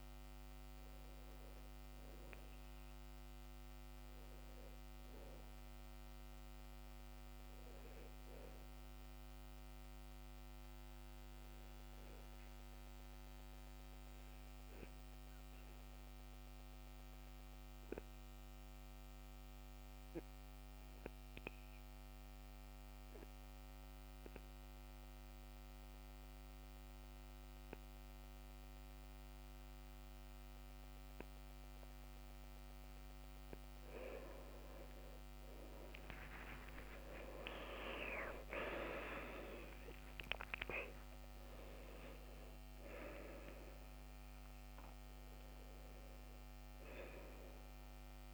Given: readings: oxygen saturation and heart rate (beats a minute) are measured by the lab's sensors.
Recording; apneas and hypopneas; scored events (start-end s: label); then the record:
breathing in sleep by a microphone on the trachea; 1
12.00-33.00 s: obstructive apnea (oxygen 93% before, 85% lowest, heart rate 71 before, 63 extreme, up 30 after)
13.50-26.50 s: oxygen desaturation (device-marked, oxygen 92% before, 89% lowest, heart rate 70 before, 63 extreme)
35.00-41.00 s: arousal
37.50-48.34 s: oxygen desaturation (device-marked, oxygen 96% before, 85% lowest, heart rate 66 before, 66 extreme)
From the record:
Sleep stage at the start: N2 (light sleep); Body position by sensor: on the back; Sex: male